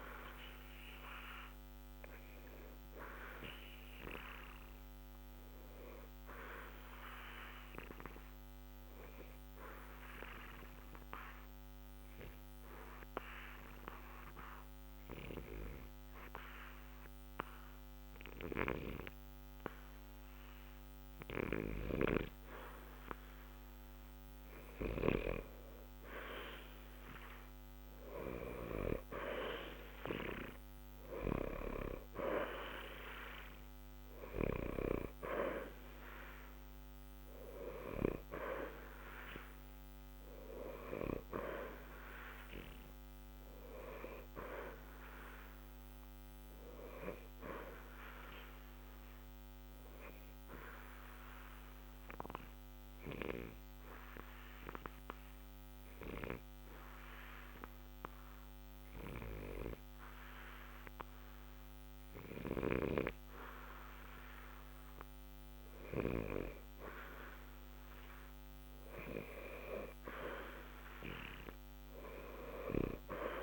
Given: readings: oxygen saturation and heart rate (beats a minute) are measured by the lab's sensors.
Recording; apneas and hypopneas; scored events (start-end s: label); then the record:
breathing in sleep by a microphone on the trachea; 2
0.00-12.50 s: oxygen desaturation (device-marked, oxygen 89% lowest, heart rate 60 extreme)
3.50-22.00 s: obstructive apnea (oxygen 93% before, 89% lowest, heart rate 60 before, 60 extreme, up 0 after)
23.50-28.00 s: arousal
43.50-61.50 s: oxygen desaturation (device-marked, oxygen 92% before, 89% lowest, heart rate 60 before, 60 extreme)
47.50-66.00 s: obstructive apnea (oxygen 93% before, 89% lowest, heart rate 60 before, 60 extreme, up 0 after)
68.50-72.00 s: arousal
From the record:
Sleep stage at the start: N2 (light sleep); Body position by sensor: on the back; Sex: male